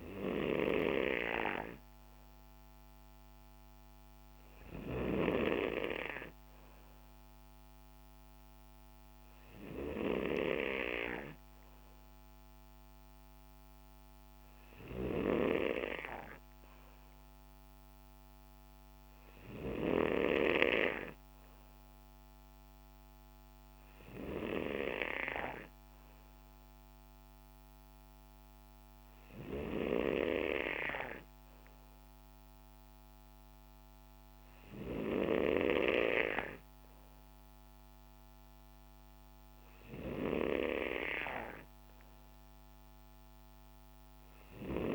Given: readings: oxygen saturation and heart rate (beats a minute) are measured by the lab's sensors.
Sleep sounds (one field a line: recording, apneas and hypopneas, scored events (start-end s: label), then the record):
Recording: breathing in sleep by a microphone on the trachea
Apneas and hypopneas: none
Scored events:
none scored
From the record:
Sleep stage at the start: N3 (deep sleep)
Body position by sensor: on the right side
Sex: male